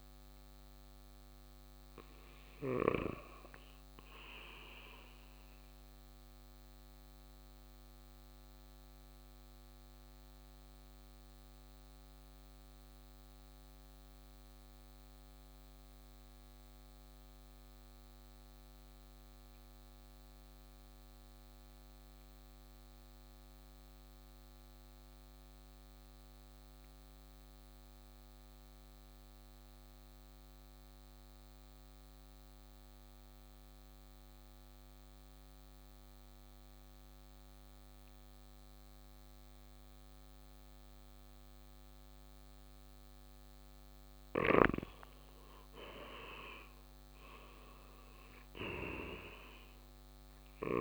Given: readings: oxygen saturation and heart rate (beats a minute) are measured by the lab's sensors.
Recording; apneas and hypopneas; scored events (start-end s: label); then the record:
breathing in sleep by a microphone on the trachea; 1
0.00-18.00 s: oxygen desaturation (device-marked, oxygen 88% lowest, heart rate 54 extreme)
5.50-44.50 s: mixed apnea (oxygen 96% before, 88% lowest, heart rate 63 before, 54 extreme, up 7 after)
36.00-50.81 s: oxygen desaturation (device-marked, oxygen 98% before, 88% lowest, heart rate 58 before, 54 extreme)
46.00-50.50 s: arousal
From the record:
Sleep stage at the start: N2 (light sleep); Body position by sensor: on the right side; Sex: male